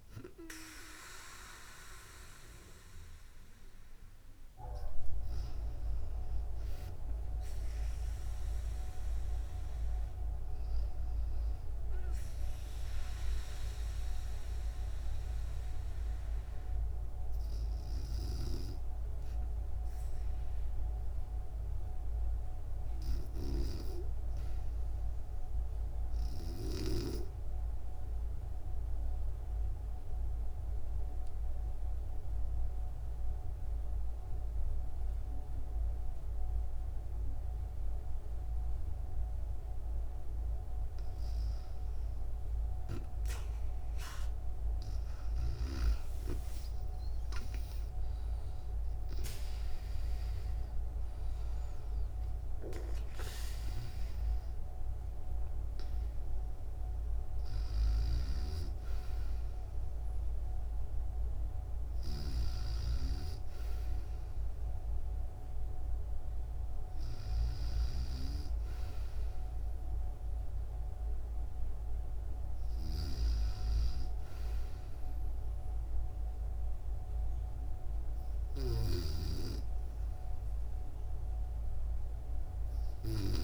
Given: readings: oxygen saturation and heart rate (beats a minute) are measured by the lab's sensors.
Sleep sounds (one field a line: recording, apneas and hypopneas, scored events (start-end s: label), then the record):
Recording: breathing in sleep by a room microphone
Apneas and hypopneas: 1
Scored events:
27.50-39.50 s: obstructive apnea (oxygen 98% before, 92% lowest, heart rate 67 before, 65 extreme, up 4 after)
35.50-83.44 s: new sleep stage, N2 (light sleep)
44.00-49.50 s: arousal
44.50-72.50 s: oxygen desaturation (device-marked, oxygen 96% before, 92% lowest, heart rate 66 before, 62 extreme)
61.00-83.44 s: snoring (device-marked)
From the record:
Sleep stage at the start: REM sleep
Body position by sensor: on the back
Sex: female